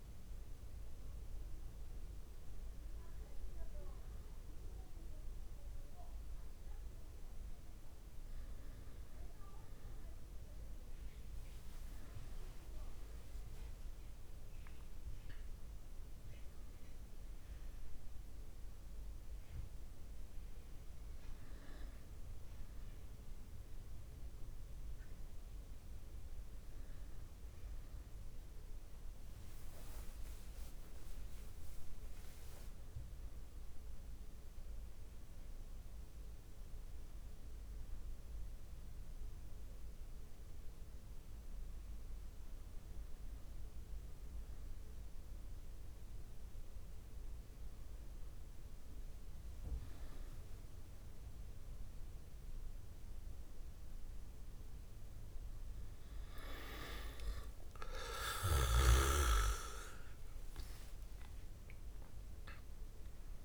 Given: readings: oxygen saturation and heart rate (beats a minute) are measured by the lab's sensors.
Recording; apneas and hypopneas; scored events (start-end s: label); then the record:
a person awake in a sleep study, by a room microphone; none
0.00-12.00 s: oxygen desaturation (device-marked, oxygen 93% lowest)
15.00-63.44 s: new sleep stage, awake
20.50-22.50 s: long interval between heartbeats (device-marked)
From the record:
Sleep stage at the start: N2 (light sleep); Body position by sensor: on the back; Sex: male